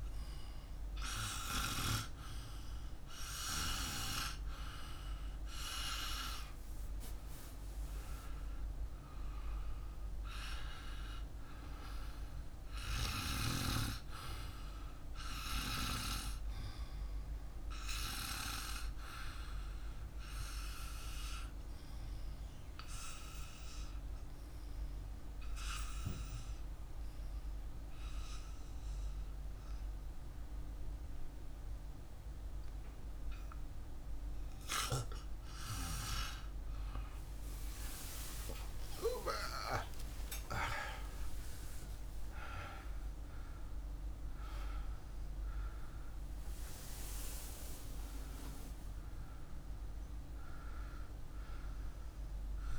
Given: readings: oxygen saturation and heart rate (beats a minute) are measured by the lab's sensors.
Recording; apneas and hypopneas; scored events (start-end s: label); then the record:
breathing in sleep by a room microphone; 1
24.00-34.50 s: obstructive apnea (oxygen 96% before, 93% lowest, heart rate 54 before, 52 extreme, up 48 after)
38.00-42.50 s: arousal
From the record:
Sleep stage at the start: REM sleep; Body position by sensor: on the back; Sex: male